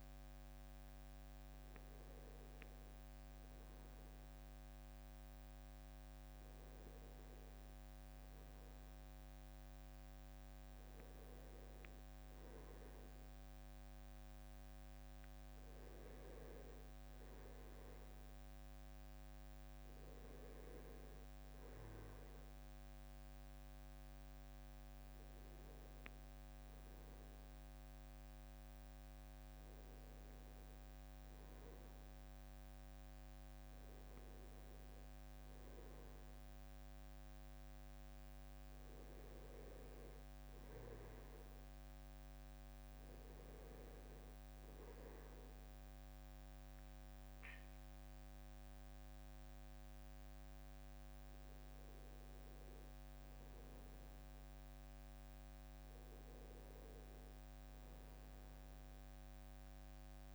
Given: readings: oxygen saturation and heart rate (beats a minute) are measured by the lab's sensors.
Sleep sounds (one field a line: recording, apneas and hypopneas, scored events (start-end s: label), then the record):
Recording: breathing in sleep, hard to hear, by a microphone on the trachea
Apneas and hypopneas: none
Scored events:
28.00-58.00 s: new sleep stage, N1 (lightest sleep)
29.00-33.50 s: arousal
52.00-60.34 s: drop in pulse transit time (device-marked, heart rate 73 before, 72 extreme)
58.00-60.34 s: new sleep stage, awake
From the record:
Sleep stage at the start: N2 (light sleep)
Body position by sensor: on the back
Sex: male